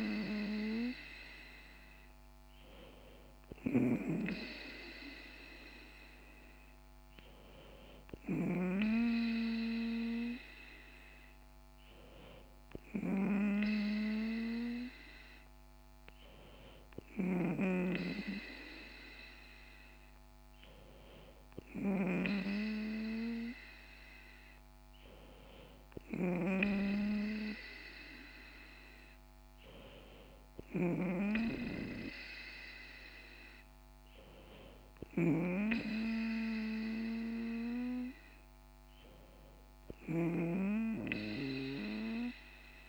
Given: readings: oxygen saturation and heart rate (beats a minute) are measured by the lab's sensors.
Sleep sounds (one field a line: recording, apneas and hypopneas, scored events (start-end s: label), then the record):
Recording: breathing in sleep by a microphone on the trachea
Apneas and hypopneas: none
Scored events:
none scored
From the record:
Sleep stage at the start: N2 (light sleep)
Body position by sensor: on the back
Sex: female